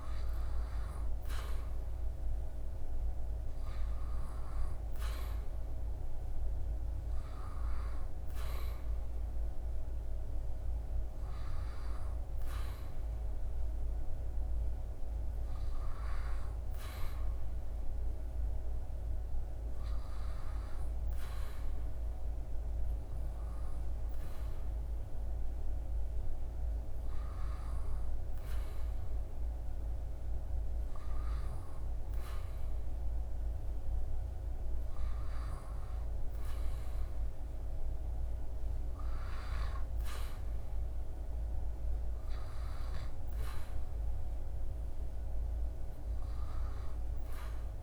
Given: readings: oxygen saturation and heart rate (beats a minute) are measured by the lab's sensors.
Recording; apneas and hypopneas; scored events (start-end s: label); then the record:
breathing in sleep, hard to hear, by a room microphone; none
46.00-47.83 s: new sleep stage, REM sleep
From the record:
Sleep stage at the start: N2 (light sleep); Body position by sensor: on the back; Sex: male